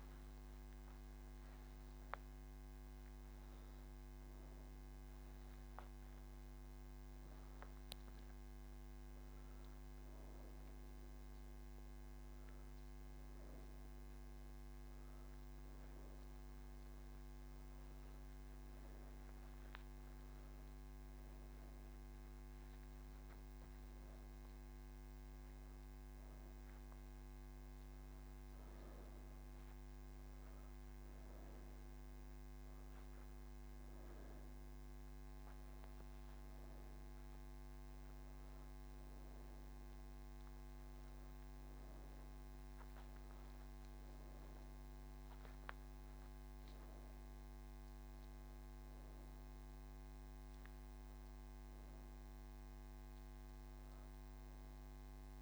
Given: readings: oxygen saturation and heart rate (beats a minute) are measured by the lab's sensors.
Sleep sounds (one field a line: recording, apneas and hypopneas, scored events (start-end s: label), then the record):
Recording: breathing in sleep, hard to hear, by a microphone on the trachea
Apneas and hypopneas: none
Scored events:
none scored
From the record:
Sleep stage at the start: N2 (light sleep)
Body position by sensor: on the right side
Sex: female